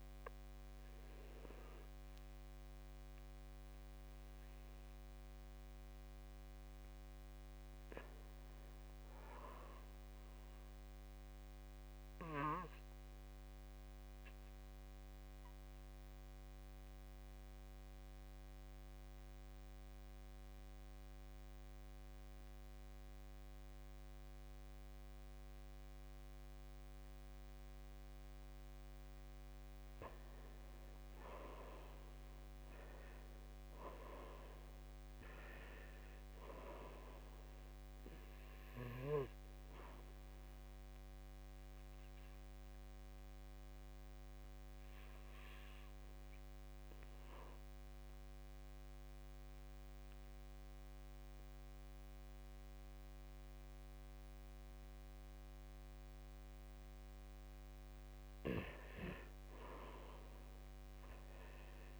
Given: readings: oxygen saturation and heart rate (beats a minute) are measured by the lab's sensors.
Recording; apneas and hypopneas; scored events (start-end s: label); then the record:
breathing in sleep by a microphone on the trachea; 2
0.00-11.50 s: oxygen desaturation (device-marked, oxygen 84% lowest, heart rate 57 extreme)
12.50-29.50 s: obstructive apnea (oxygen 98% before, 82% lowest, heart rate 62 before, 55 extreme, up 11 after)
22.50-29.50 s: oxygen desaturation (device-marked, oxygen 97% before, 92% lowest, heart rate 59 before, 55 extreme)
31.50-35.00 s: arousal
34.50-56.50 s: oxygen desaturation (device-marked, oxygen 94% before, 82% lowest, heart rate 60 before, 53 extreme)
38.50-57.00 s: obstructive apnea (oxygen 97% before, 82% lowest, heart rate 61 before, 53 extreme, up 12 after)
59.00-61.99 s: arousal
From the record:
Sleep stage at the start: N2 (light sleep); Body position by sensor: on the back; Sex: male